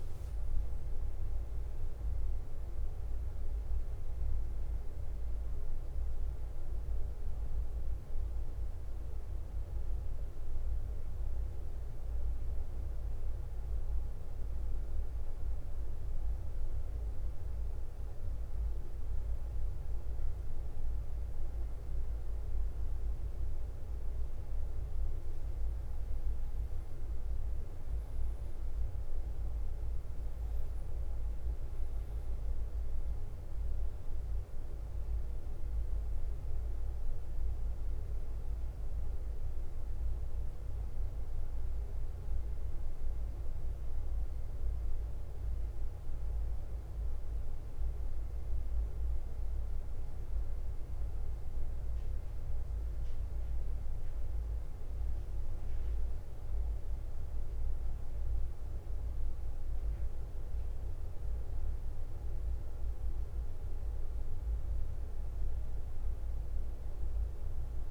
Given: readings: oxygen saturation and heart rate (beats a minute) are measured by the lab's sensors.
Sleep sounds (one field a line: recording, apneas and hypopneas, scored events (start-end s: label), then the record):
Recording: breathing in sleep, hard to hear, by a room microphone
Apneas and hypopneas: 1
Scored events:
0.00-37.00 s: bradycardia (device-marked, heart rate 39 extreme)
6.00-18.50 s: obstructive apnea (oxygen 99% before, 95% lowest, heart rate 54 before, 39 extreme, up 12 after)
24.00-28.50 s: arousal
39.00-57.00 s: bradycardia (device-marked, heart rate 51 before, 42 extreme)
40.50-42.50 s: long interval between heartbeats (device-marked, heart rate 53 before, 60 extreme)
59.00-67.91 s: bradycardia (device-marked, heart rate 51 before, 42 extreme)
59.50-61.50 s: long interval between heartbeats (device-marked, heart rate 51 before, 59 extreme)
From the record:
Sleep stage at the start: N2 (light sleep)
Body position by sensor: on the back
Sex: male